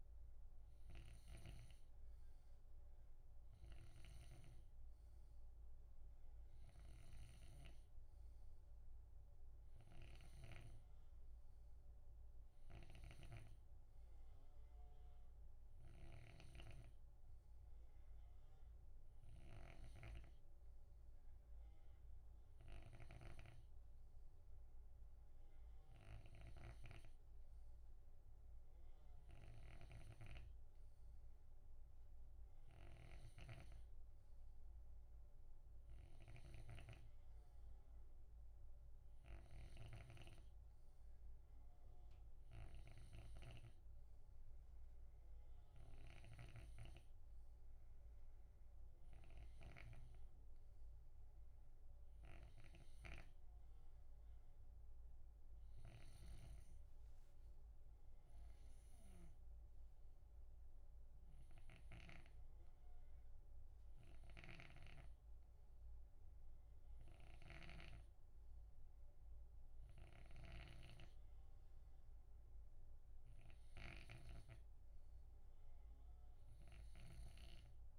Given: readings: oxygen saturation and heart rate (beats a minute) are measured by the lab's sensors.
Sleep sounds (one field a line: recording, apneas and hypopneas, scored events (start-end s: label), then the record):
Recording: breathing in sleep by a room microphone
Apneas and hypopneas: none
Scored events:
0.00-4.50 s: snoring (device-marked)
6.50-10.50 s: snoring (device-marked)
12.50-62.00 s: snoring (device-marked)
64.00-77.99 s: snoring (device-marked)
From the record:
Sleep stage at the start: N2 (light sleep)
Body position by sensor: on the left side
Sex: male